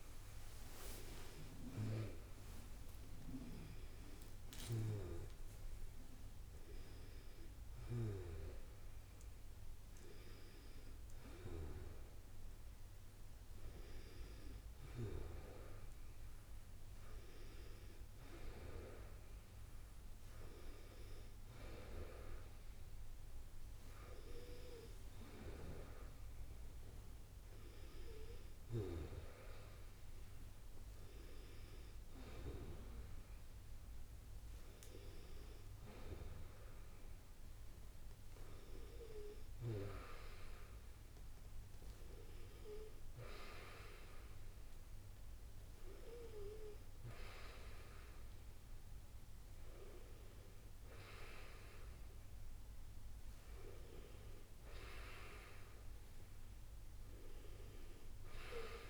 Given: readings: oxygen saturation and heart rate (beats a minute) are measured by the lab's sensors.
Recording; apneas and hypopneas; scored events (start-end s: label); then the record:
breathing in sleep by a room microphone; none
0.00-1.00 s: arousal
33.00-58.90 s: new sleep stage, N2 (light sleep)
From the record:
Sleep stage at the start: N1 (lightest sleep); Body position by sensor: on the front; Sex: female